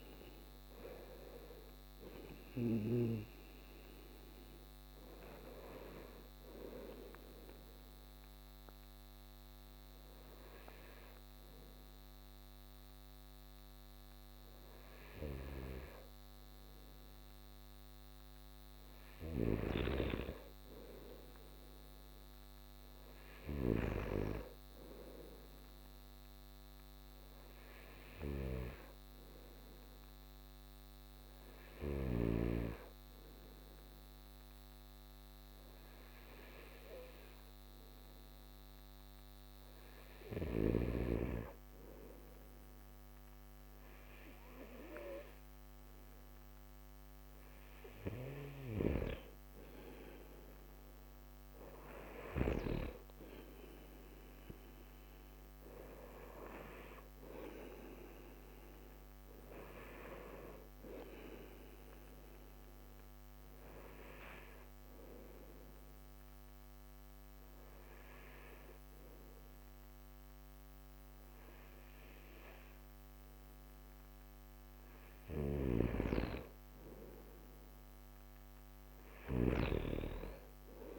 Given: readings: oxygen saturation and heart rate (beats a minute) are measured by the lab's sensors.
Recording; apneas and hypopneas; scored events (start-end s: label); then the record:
breathing in sleep by a microphone on the trachea; 3
0.00-23.50 s: oxygen desaturation (device-marked, oxygen 90% lowest)
5.00-17.50 s: hypopnea (oxygen 94% before, 90% lowest)
19.00-23.50 s: snoring (device-marked)
20.00-23.00 s: arousal
30.00-47.00 s: hypopnea (oxygen 96% before, 92% lowest)
49.50-53.00 s: arousal
62.50-75.00 s: hypopnea (oxygen 94% before, 89% lowest)
75.00-80.99 s: snoring (device-marked)
79.00-80.99 s: arousal
From the record:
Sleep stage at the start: N2 (light sleep); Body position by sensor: on the right side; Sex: male